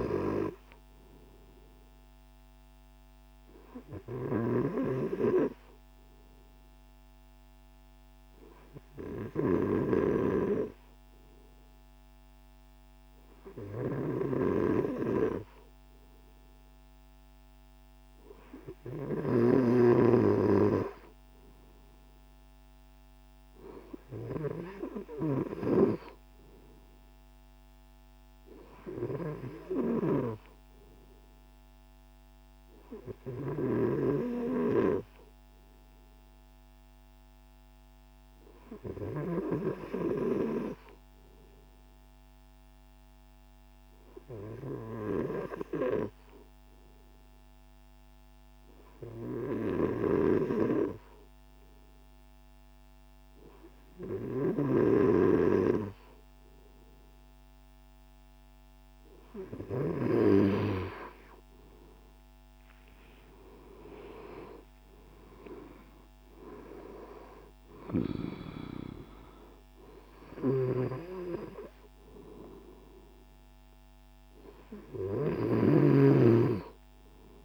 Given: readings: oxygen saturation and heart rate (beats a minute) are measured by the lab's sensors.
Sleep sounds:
breathing in sleep by a microphone on the trachea; 1
38.00-58.00 s: hypopnea (oxygen 96% before, 94% lowest)
61.00-66.00 s: arousal
69.50-77.45 s: oxygen desaturation (device-marked, oxygen 97% before, 94% lowest)
72.50-77.45 s: new sleep stage, N2 (light sleep)
From the record:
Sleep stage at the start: N3 (deep sleep); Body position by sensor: on the right side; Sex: male

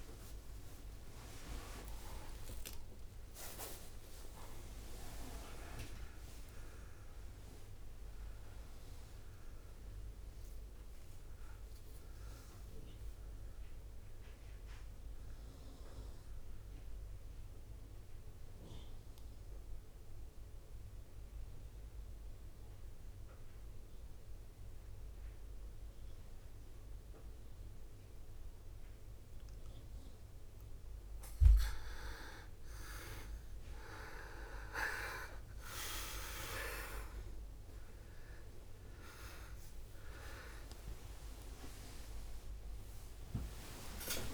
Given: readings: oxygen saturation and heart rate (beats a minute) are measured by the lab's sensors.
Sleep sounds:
breathing in sleep by a room microphone; 1
0.00-1.50 s: tachycardia (device-marked, heart rate 86 extreme)
0.00-3.00 s: arousal
0.00-15.50 s: drop in pulse transit time (device-marked, heart rate 68 extreme)
1.50-3.50 s: long interval between heartbeats (device-marked, heart rate 63 before, 94 extreme)
11.50-12.50 s: leg movement (device-marked)
14.50-31.00 s: mixed apnea (oxygen 100% before, 91% lowest, heart rate 82 before, 51 extreme, up 14 after)
29.50-44.34 s: oxygen desaturation (device-marked, oxygen 98% before, 93% lowest, heart rate 60 before, 57 extreme)
37.50-44.34 s: drop in pulse transit time (device-marked, heart rate 55 before, 64 extreme)
42.50-44.34 s: tachycardia (device-marked, heart rate 63 before, 142 extreme)
From the record:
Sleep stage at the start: N2 (light sleep); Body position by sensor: on the back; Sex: male

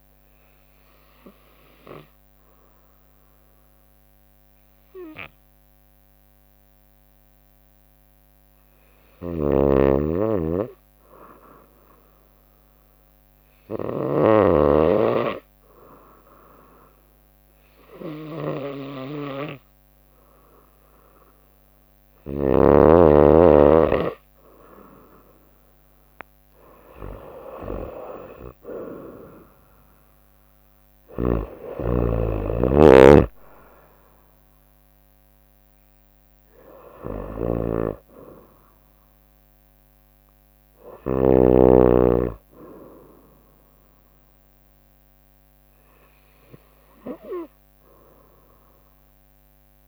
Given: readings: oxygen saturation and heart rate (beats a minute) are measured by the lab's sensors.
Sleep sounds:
breathing in sleep by a microphone on the trachea; 1
1.50-22.00 s: hypopnea (oxygen 95% before, 92% lowest, heart rate 66 before, 63 extreme, up 2 after)
9.00-22.50 s: snoring (device-marked)
25.50-29.50 s: arousal
26.50-42.50 s: drop in pulse transit time (device-marked, heart rate 65 before, 65 extreme)
31.00-41.50 s: snoring (device-marked)
From the record:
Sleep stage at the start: N2 (light sleep); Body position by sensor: on the right side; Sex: female

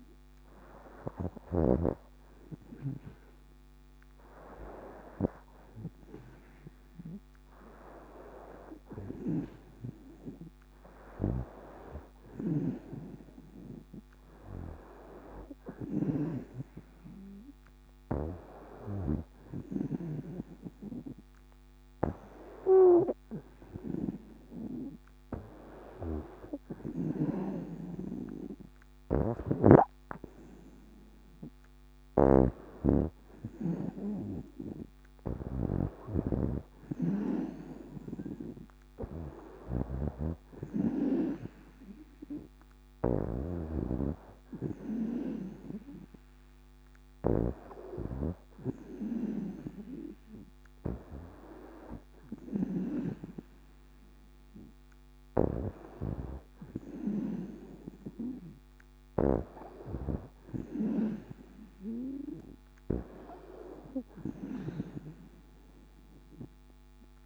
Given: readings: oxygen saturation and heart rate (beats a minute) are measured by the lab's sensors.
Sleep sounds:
breathing in sleep by a microphone on the trachea; none
0.00-1.50 s: snoring (device-marked)
12.00-19.00 s: snoring (device-marked)
30.50-34.50 s: arousal
31.50-43.00 s: snoring (device-marked)
From the record:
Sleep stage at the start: N2 (light sleep); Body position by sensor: on the back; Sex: female

